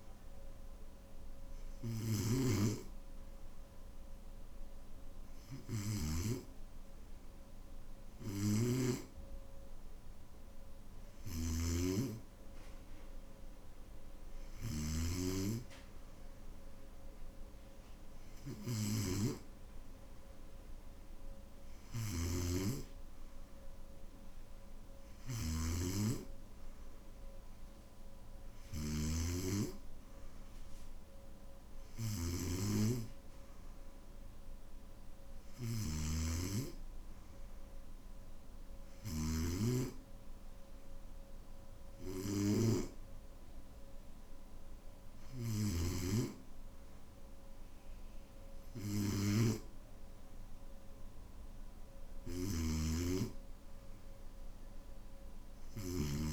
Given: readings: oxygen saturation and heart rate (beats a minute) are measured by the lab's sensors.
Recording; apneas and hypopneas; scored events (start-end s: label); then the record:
breathing in sleep by a room microphone; none
0.00-6.00 s: snoring (device-marked)
8.00-14.50 s: snoring (device-marked)
21.50-39.00 s: snoring (device-marked)
52.00-56.33 s: snoring (device-marked)
From the record:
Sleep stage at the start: N2 (light sleep); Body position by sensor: on the back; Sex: male